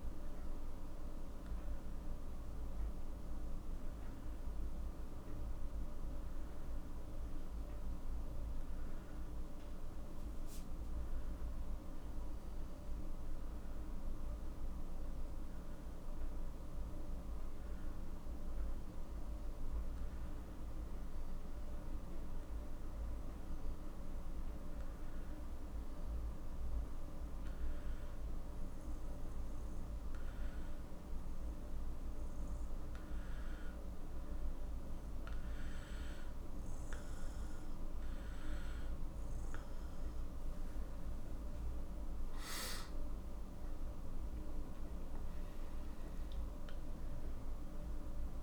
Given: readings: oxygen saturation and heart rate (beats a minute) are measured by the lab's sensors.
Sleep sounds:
breathing in sleep, hard to hear, by a room microphone; 1
3.50-39.00 s: hypopnea (oxygen 92% before, 90% lowest, heart rate 60 before, 55 extreme, up 9 after)
13.50-48.43 s: new sleep stage, N2 (light sleep)
41.50-45.50 s: arousal
From the record:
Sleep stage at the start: N1 (lightest sleep); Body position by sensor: on the back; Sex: male

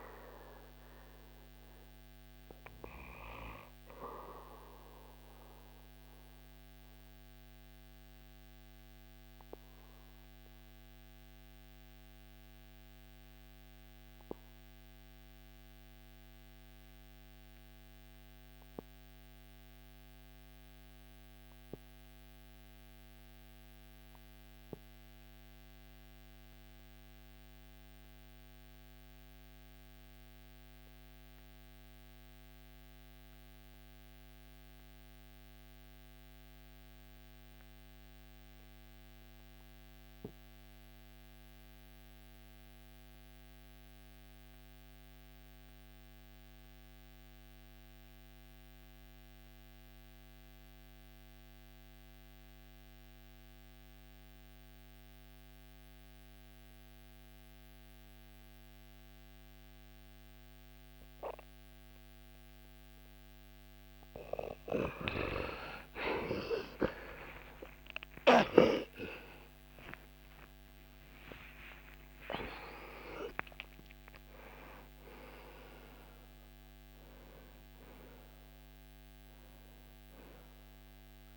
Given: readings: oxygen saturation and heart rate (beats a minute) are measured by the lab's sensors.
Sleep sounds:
breathing in sleep by a microphone on the trachea; 1
0.00-13.50 s: oxygen desaturation (device-marked, oxygen 90% lowest, heart rate 68 extreme)
4.50-63.50 s: obstructive apnea (oxygen 99% before, 66% lowest, heart rate 82 before, 62 extreme)
26.50-71.50 s: oxygen desaturation (device-marked, oxygen 99% before, 75% lowest, heart rate 82 before, 62 extreme)
63.50-81.37 s: new sleep stage, N2 (light sleep)
72.50-77.00 s: arousal
77.50-81.37 s: oxygen desaturation (device-marked, oxygen 79% before, 66% lowest, heart rate 106 before, 70 extreme)
From the record:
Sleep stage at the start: REM sleep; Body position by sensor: on the back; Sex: male

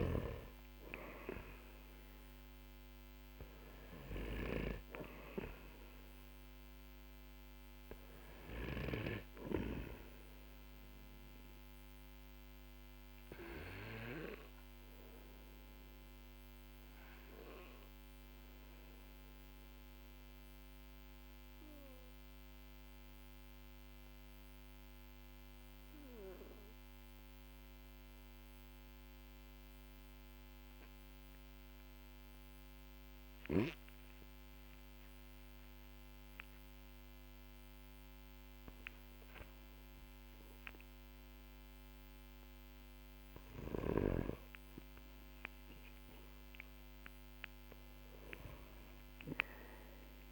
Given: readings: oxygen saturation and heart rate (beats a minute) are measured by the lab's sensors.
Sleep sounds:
breathing in sleep by a microphone on the trachea; 1
0.00-8.00 s: oxygen desaturation (device-marked, oxygen 94% lowest, heart rate 45 extreme)
10.00-31.00 s: oxygen desaturation (device-marked, oxygen 95% before, 92% lowest, heart rate 49 before, 45 extreme)
10.00-39.50 s: obstructive apnea (oxygen 97% before, 92% lowest, heart rate 49 before, 43 extreme, up 11 after)
41.50-45.50 s: arousal
From the record:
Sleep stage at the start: N2 (light sleep); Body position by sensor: on the back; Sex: male

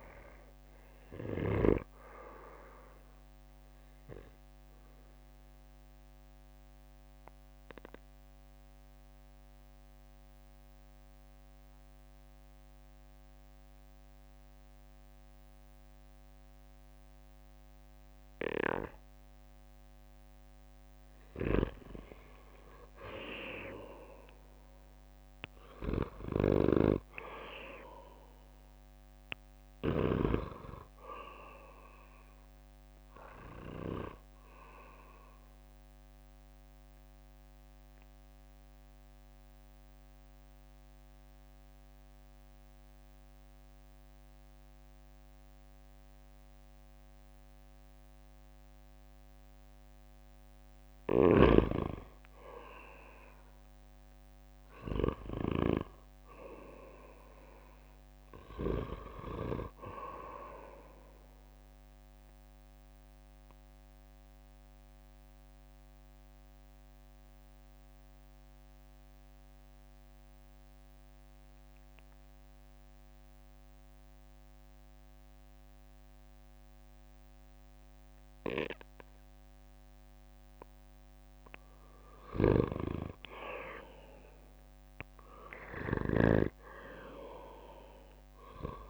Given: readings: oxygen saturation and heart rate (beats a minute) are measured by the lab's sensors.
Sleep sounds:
breathing in sleep by a microphone on the trachea; 3
0.00-15.50 s: oxygen desaturation (device-marked, oxygen 86% lowest, heart rate 55 extreme)
3.00-21.00 s: obstructive apnea (oxygen 97% before, 86% lowest, heart rate 66 before, 55 extreme, up 10 after)
23.50-26.50 s: arousal
28.50-42.50 s: oxygen desaturation (device-marked, oxygen 97% before, 91% lowest, heart rate 60 before, 56 extreme)
35.50-51.00 s: obstructive apnea (oxygen 97% before, 89% lowest, heart rate 63 before, 55 extreme, up 12 after)
53.00-55.50 s: arousal
55.50-75.50 s: oxygen desaturation (device-marked, oxygen 97% before, 89% lowest, heart rate 60 before, 55 extreme)
62.00-81.50 s: obstructive apnea (oxygen 97% before, 89% lowest, heart rate 61 before, 55 extreme, up 10 after)
83.50-86.50 s: arousal
87.50-88.90 s: oxygen desaturation (device-marked, oxygen 97% before, 89% lowest, heart rate 60 before, 55 extreme)
From the record:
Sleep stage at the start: N2 (light sleep); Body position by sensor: on the back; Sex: male

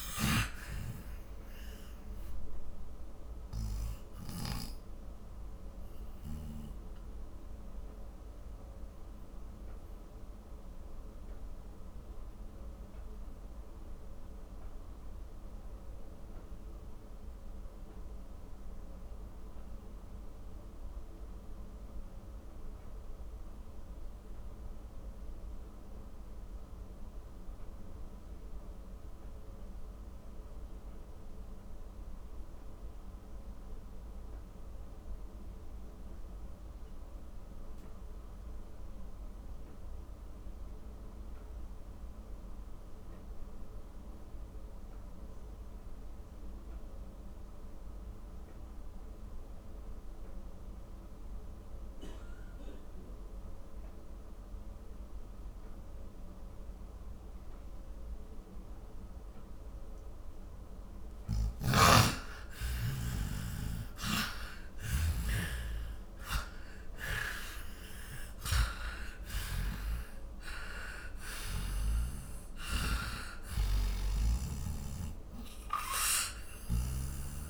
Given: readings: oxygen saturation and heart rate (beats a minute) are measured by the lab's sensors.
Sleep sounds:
breathing in sleep by a room microphone; 1
0.00-32.00 s: oxygen desaturation (device-marked, oxygen 84% lowest, heart rate 40 extreme)
6.50-60.50 s: obstructive apnea (oxygen 97% before, 84% lowest, heart rate 66 before, 40 extreme, up 22 after)
56.00-77.50 s: oxygen desaturation (device-marked, oxygen 98% before, 84% lowest, heart rate 51 before, 34 extreme)
61.00-66.00 s: arousal
61.50-65.50 s: snoring (device-marked)
From the record:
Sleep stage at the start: N2 (light sleep); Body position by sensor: on the back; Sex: male

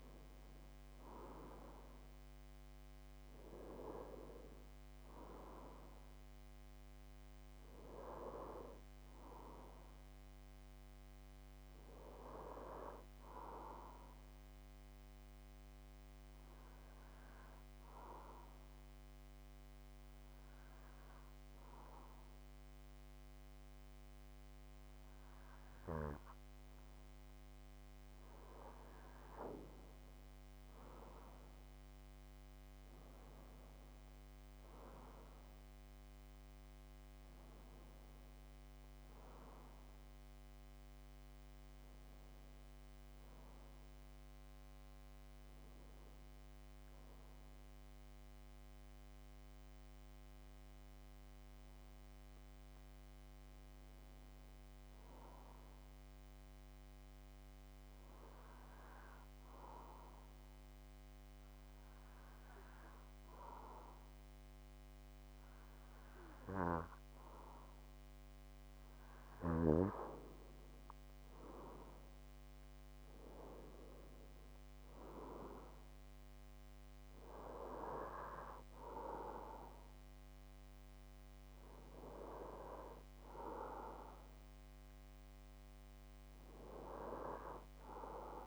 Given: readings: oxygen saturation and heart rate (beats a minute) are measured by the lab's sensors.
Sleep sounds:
breathing in sleep by a microphone on the trachea; 2
0.00-1.50 s: arousal
0.00-21.00 s: oxygen desaturation (device-marked, oxygen 95% before, 91% lowest)
16.00-27.00 s: obstructive apnea (oxygen 95% before, 91% lowest)
29.50-33.00 s: arousal
57.50-69.00 s: obstructive apnea (oxygen 96% before, 91% lowest)
69.50-72.50 s: arousal
70.00-88.47 s: oxygen desaturation (device-marked, oxygen 95% before, 91% lowest)
From the record:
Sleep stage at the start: N2 (light sleep); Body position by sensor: on the back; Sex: male

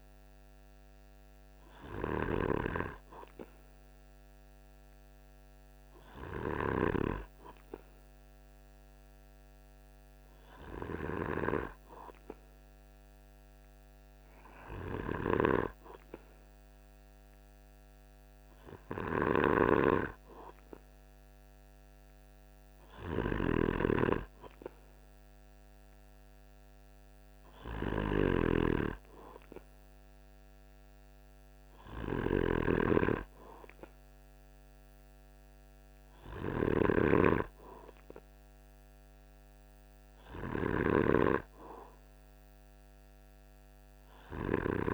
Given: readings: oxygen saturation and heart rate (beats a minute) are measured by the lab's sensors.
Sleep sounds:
breathing in sleep by a microphone on the trachea; none
10.50-44.94 s: snoring (device-marked)
From the record:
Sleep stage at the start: N2 (light sleep); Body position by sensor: on the right side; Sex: male

